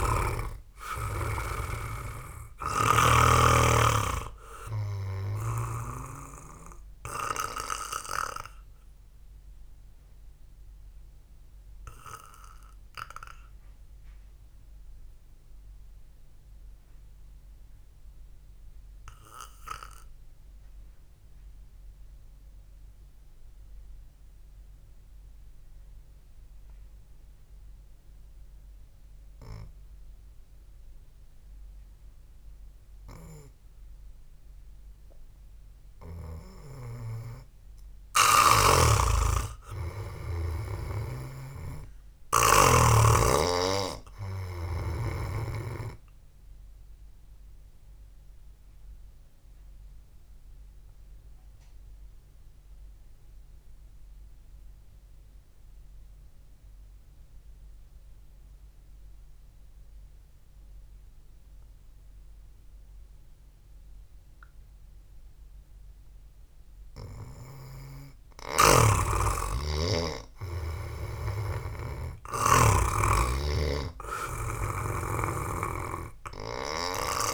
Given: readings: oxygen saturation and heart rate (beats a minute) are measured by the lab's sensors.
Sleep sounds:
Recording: breathing in sleep by a room microphone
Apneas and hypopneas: 2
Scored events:
0.00-2.00 s: arousal
0.00-4.00 s: snoring (device-marked)
0.00-25.50 s: oxygen desaturation (device-marked, oxygen 87% lowest, heart rate 55 extreme)
10.50-36.00 s: mixed apnea (oxygen 98% before, 87% lowest, heart rate 58 before, 55 extreme, up 0 after)
39.50-56.50 s: oxygen desaturation (device-marked, oxygen 98% before, 91% lowest, heart rate 65 before, 51 extreme)
40.00-44.50 s: arousal
49.50-66.00 s: obstructive apnea (oxygen 98% before, 88% lowest, heart rate 61 before, 51 extreme, up 0 after)
62.50-69.50 s: oxygen desaturation (device-marked, oxygen 93% before, 88% lowest, heart rate 59 before, 51 extreme)
69.00-73.00 s: snoring (device-marked)
70.00-74.00 s: arousal
From the record:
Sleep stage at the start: N2 (light sleep)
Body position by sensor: on the back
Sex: male

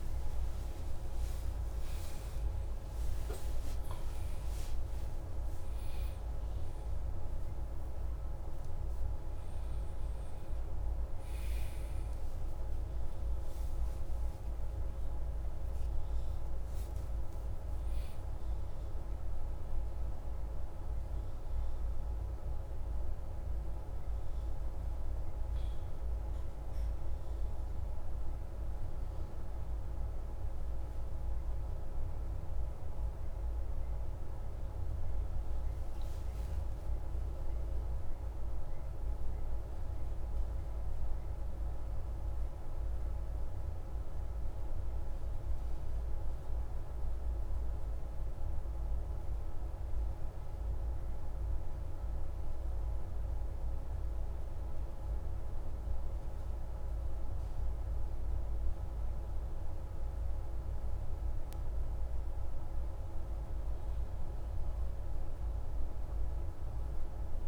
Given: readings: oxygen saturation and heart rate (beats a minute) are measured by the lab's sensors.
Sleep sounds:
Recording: a person awake in a sleep study, hard to hear, by a room microphone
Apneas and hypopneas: none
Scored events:
50.00-67.48 s: new sleep stage, N1 (lightest sleep)
From the record:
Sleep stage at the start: awake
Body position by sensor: on the back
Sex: male

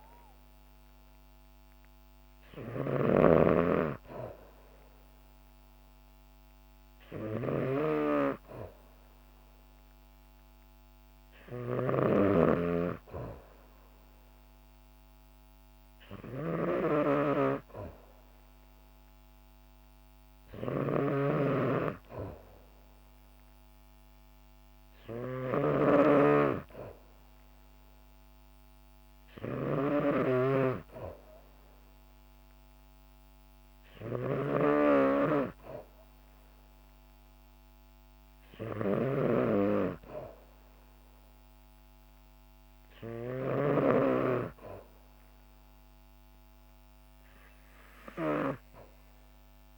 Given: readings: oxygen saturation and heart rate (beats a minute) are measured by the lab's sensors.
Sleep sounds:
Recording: breathing in sleep by a microphone on the trachea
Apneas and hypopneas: none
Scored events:
0.00-43.50 s: snoring (device-marked)
From the record:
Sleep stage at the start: N2 (light sleep)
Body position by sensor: on the back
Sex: female

